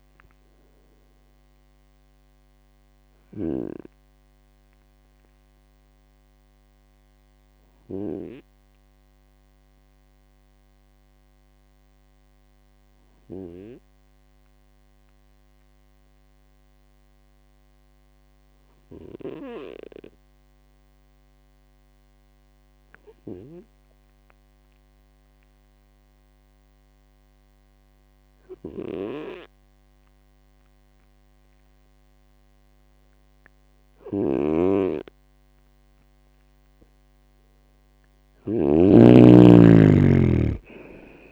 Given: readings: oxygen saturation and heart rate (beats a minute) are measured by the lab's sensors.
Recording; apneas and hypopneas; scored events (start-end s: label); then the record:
breathing in sleep by a microphone on the trachea; 1
0.00-3.50 s: snoring (device-marked)
8.00-34.50 s: obstructive apnea (oxygen 99% before, 95% lowest, heart rate 62 before, 55 extreme, up 3 after)
18.50-25.50 s: oxygen desaturation (device-marked, oxygen 98% before, 95% lowest, heart rate 58 before, 57 extreme)
28.50-41.32 s: snoring (device-marked)
36.50-40.50 s: arousal
From the record:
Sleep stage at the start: N2 (light sleep); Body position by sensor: on the right side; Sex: male